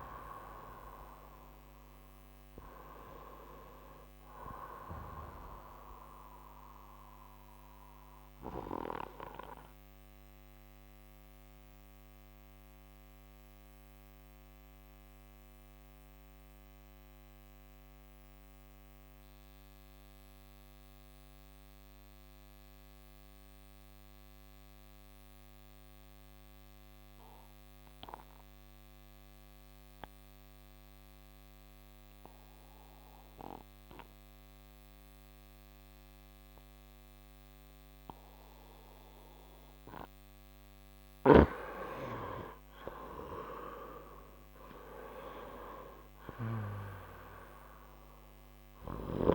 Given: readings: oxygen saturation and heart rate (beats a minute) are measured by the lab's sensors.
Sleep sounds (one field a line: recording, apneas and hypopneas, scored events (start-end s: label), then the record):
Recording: breathing in sleep by a microphone on the trachea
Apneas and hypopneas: 1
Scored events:
0.00-20.50 s: oxygen desaturation (device-marked, oxygen 89% lowest, heart rate 57 extreme)
7.00-39.00 s: obstructive apnea (oxygen 96% before, 89% lowest, heart rate 84 before, 57 extreme, up 5 after)
37.50-49.35 s: oxygen desaturation (device-marked, oxygen 98% before, 90% lowest, heart rate 61 before, 54 extreme)
42.00-45.50 s: arousal
From the record:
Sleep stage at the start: N2 (light sleep)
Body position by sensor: on the right side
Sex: male